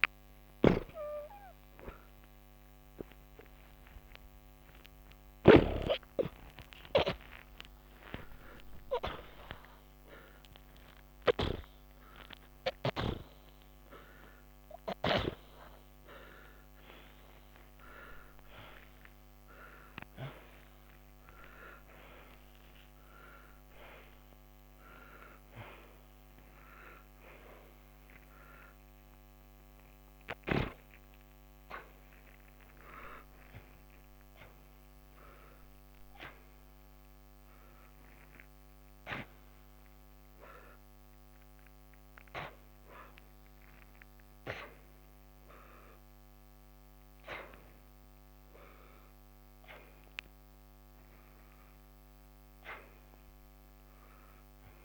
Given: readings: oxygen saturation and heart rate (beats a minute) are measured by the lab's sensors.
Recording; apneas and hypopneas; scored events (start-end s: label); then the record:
a person awake in a sleep study, by a microphone on the trachea; none
0.50-11.50 s: snoring (device-marked)
From the record:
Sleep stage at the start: awake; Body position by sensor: upright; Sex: male